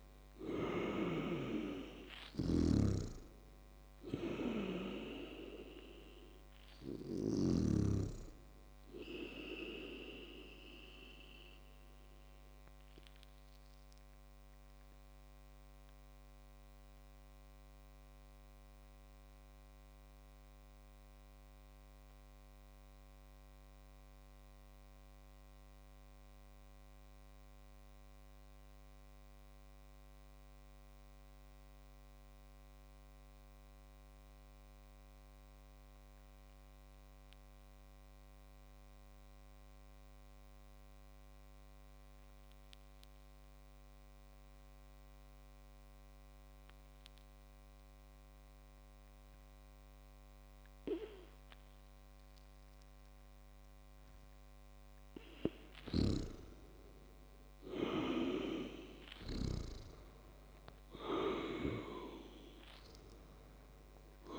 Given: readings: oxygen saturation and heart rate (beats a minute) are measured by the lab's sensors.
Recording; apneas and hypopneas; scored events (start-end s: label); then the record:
breathing in sleep by a microphone on the trachea; 1
0.00-6.50 s: oxygen desaturation (device-marked, oxygen 95% lowest, heart rate 51 extreme)
2.00-7.50 s: snoring (device-marked)
13.00-52.50 s: mixed apnea (oxygen 99% before, 95% lowest, heart rate 58 before, 47 extreme, up 3 after)
55.50-59.50 s: snoring (device-marked)
57.00-61.00 s: arousal
59.50-64.39 s: oxygen desaturation (device-marked, oxygen 98% before, 95% lowest, heart rate 60 before, 55 extreme)
From the record:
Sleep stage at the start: N2 (light sleep); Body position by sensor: on the back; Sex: male